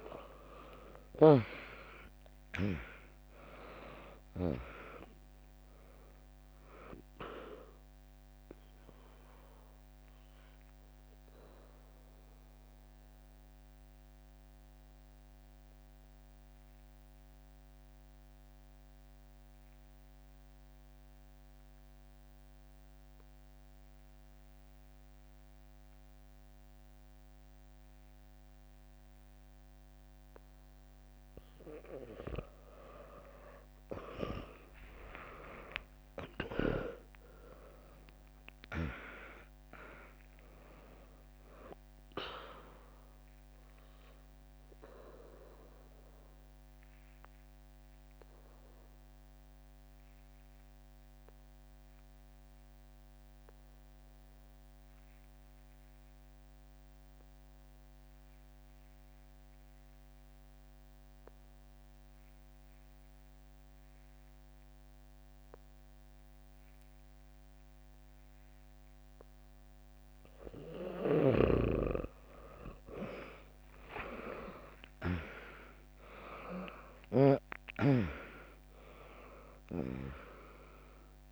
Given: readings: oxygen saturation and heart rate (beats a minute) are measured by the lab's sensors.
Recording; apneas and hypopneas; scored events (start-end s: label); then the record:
breathing in sleep by a microphone on the trachea; 2
0.00-3.50 s: arousal
2.00-15.00 s: drop in pulse transit time (device-marked, heart rate 63 before, 62 extreme)
6.00-28.00 s: oxygen desaturation (device-marked, oxygen 99% before, 94% lowest, heart rate 63 before, 61 extreme)
9.00-32.00 s: obstructive apnea (oxygen 100% before, 94% lowest, heart rate 64 before, 61 extreme, up 0 after)
34.00-39.00 s: arousal
36.00-48.00 s: drop in pulse transit time (device-marked, heart rate 72 before, 61 extreme)
39.00-59.00 s: oxygen desaturation (device-marked, oxygen 100% before, 95% lowest, heart rate 70 before, 59 extreme)
45.00-70.50 s: obstructive apnea (oxygen 100% before, 94% lowest, heart rate 66 before, 59 extreme, up 6 after)
62.00-64.00 s: bradycardia (device-marked, heart rate 68 before, 64 extreme)
72.00-81.32 s: oxygen desaturation (device-marked, oxygen 100% before, 94% lowest, heart rate 68 before, 58 extreme)
73.50-78.50 s: arousal
75.00-81.32 s: drop in pulse transit time (device-marked, heart rate 65 before, 61 extreme)
From the record:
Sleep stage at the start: N2 (light sleep); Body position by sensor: on the back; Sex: female